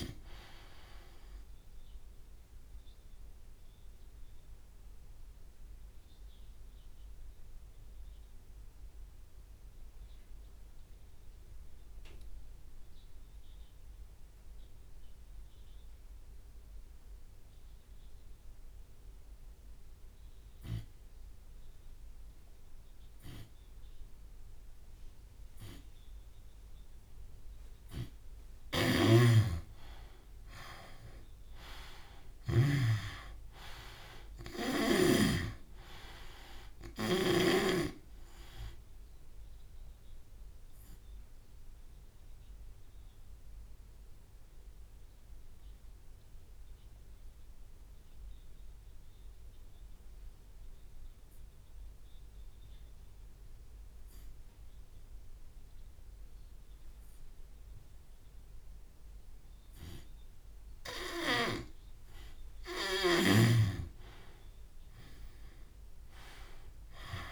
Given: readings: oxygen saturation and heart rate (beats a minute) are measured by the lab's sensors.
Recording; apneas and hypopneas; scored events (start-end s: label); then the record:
breathing in sleep by a room microphone; 2
0.00-1.00 s: long interval between heartbeats (device-marked, heart rate 65 extreme)
0.00-26.00 s: oxygen desaturation (device-marked, oxygen 92% lowest)
1.00-10.00 s: drop in pulse transit time (device-marked, heart rate 115 before, 45 extreme)
3.50-28.00 s: obstructive apnea (oxygen 98% before, 91% lowest)
4.00-6.00 s: long interval between heartbeats (device-marked, heart rate 103 before, 49 extreme)
10.00-12.00 s: long interval between heartbeats (device-marked, heart rate 77 before, 49 extreme)
16.00-24.00 s: drop in pulse transit time (device-marked)
21.00-23.00 s: long interval between heartbeats (device-marked, heart rate 40 before, 31 extreme)
23.50-25.50 s: long interval between heartbeats (device-marked, heart rate 38 before, 40 extreme)
26.00-28.00 s: long interval between heartbeats (device-marked, heart rate 38 before, 81 extreme)
28.50-33.00 s: snoring (device-marked)
29.00-31.00 s: long interval between heartbeats (device-marked, heart rate 43 before, 90 extreme)
29.50-33.50 s: arousal
32.50-34.50 s: long interval between heartbeats (device-marked, heart rate 50 before, 84 extreme)
36.00-46.00 s: drop in pulse transit time (device-marked, heart rate 57 before, 40 extreme)
37.00-39.00 s: long interval between heartbeats (device-marked, heart rate 58 before, 47 extreme)
39.00-41.00 s: long interval between heartbeats (device-marked, heart rate 61 before, 55 extreme)
40.00-60.50 s: obstructive apnea (oxygen 93% before, 89% lowest)
41.00-43.00 s: long interval between heartbeats (device-marked, heart rate 64 before, 73 extreme)
43.00-45.00 s: long interval between heartbeats (device-marked, heart rate 69 before, 78 extreme)
48.50-50.50 s: long interval between heartbeats (device-marked, heart rate 69 before, 41 extreme)
51.50-53.50 s: long interval between heartbeats (device-marked, heart rate 61 before, 51 extreme)
54.00-56.00 s: long interval between heartbeats (device-marked, heart rate 56 before, 78 extreme)
56.50-58.50 s: long interval between heartbeats (device-marked, heart rate 58 before, 70 extreme)
58.00-64.00 s: oxygen desaturation (device-marked, oxygen 94% before, 91% lowest)
60.00-62.00 s: long interval between heartbeats (device-marked, heart rate 61 before, 65 extreme)
62.50-64.50 s: long interval between heartbeats (device-marked, heart rate 61 before, 73 extreme)
63.00-67.32 s: arousal
63.50-67.32 s: snoring (device-marked)
From the record:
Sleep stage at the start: N2 (light sleep); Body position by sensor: on the left side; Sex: male